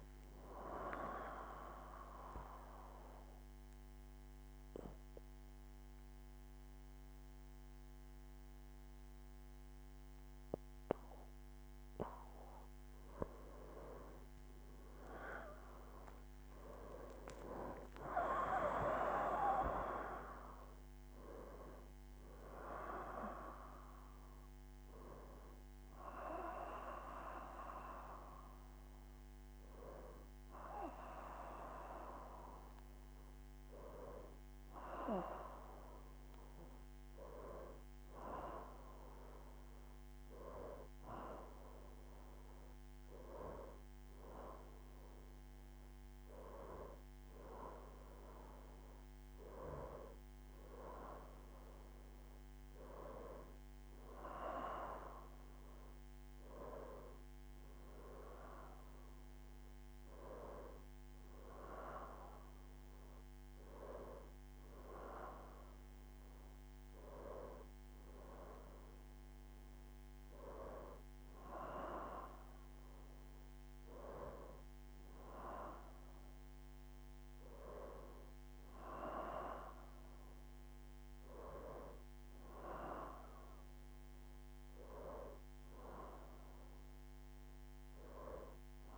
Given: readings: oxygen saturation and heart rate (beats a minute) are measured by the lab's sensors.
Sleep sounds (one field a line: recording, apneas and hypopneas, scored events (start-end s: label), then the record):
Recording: breathing in sleep by a microphone on the trachea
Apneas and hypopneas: 1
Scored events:
1.00-13.50 s: mixed apnea (oxygen 95% before, 90% lowest, heart rate 74 before, 69 extreme, up 9 after)
15.50-20.00 s: arousal
25.00-46.00 s: oxygen desaturation (device-marked, oxygen 95% before, 90% lowest, heart rate 73 before, 70 extreme)
From the record:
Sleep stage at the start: N2 (light sleep)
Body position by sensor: on the right side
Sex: female